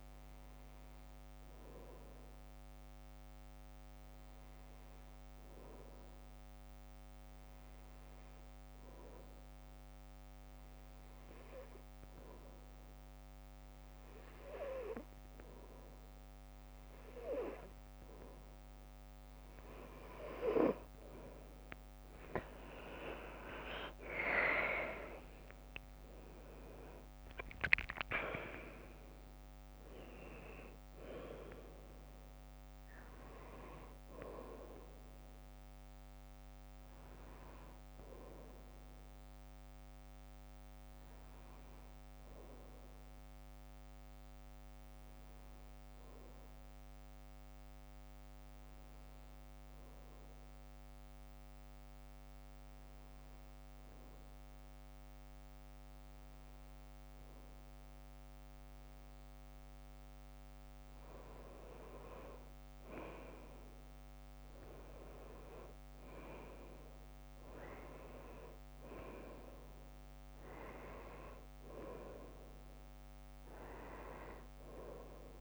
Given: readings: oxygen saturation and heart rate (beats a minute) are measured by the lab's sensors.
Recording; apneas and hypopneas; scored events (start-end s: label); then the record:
breathing in sleep by a microphone on the trachea; 2
2.50-16.50 s: hypopnea (oxygen 98% before, 92% lowest, heart rate 56 before, 52 extreme, up 4 after)
17.50-38.50 s: oxygen desaturation (device-marked, oxygen 98% before, 92% lowest, heart rate 59 before, 50 extreme)
22.00-28.00 s: arousal
44.50-59.50 s: hypopnea (oxygen 97% before, 93% lowest, heart rate 58 before, 54 extreme, up 8 after)
61.00-65.50 s: arousal
66.50-72.50 s: oxygen desaturation (device-marked, oxygen 99% before, 95% lowest, heart rate 56 before, 54 extreme)
From the record:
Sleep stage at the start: N2 (light sleep); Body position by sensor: on the back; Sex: female